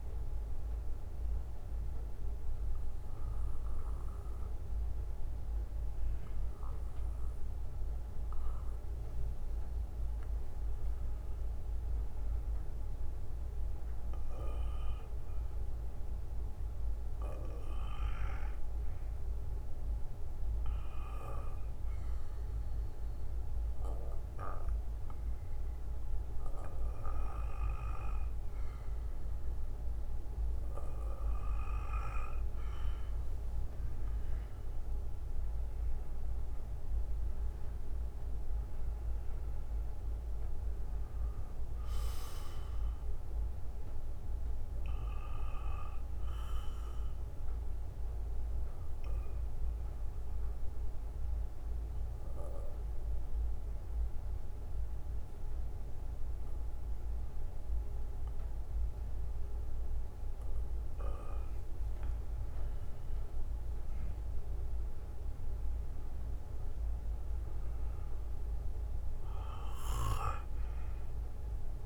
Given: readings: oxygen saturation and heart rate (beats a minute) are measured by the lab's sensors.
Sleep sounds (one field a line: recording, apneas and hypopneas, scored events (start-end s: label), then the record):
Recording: breathing in sleep by a room microphone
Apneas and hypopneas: 3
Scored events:
0.00-9.00 s: bradycardia (device-marked, heart rate 48 extreme)
0.50-10.50 s: central apnea (oxygen 96% before, 91% lowest, heart rate 62 before, 48 extreme, up 21 after)
12.00-15.50 s: arousal
16.00-30.00 s: bradycardia (device-marked, heart rate 60 before, 57 extreme)
22.00-33.50 s: obstructive apnea (oxygen 96% before, 91% lowest, heart rate 57 before, 47 extreme, up 15 after)
33.00-64.00 s: oxygen desaturation (device-marked, oxygen 97% before, 91% lowest, heart rate 59 before, 47 extreme)
36.50-40.00 s: arousal
42.00-55.00 s: bradycardia (device-marked, heart rate 61 before, 47 extreme)
45.00-63.00 s: obstructive apnea (oxygen 97% before, 91% lowest, heart rate 63 before, 53 extreme, up 12 after)
65.00-68.50 s: arousal
69.00-71.86 s: bradycardia (device-marked, heart rate 61 before, 52 extreme)
From the record:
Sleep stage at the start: N2 (light sleep)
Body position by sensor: on the back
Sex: male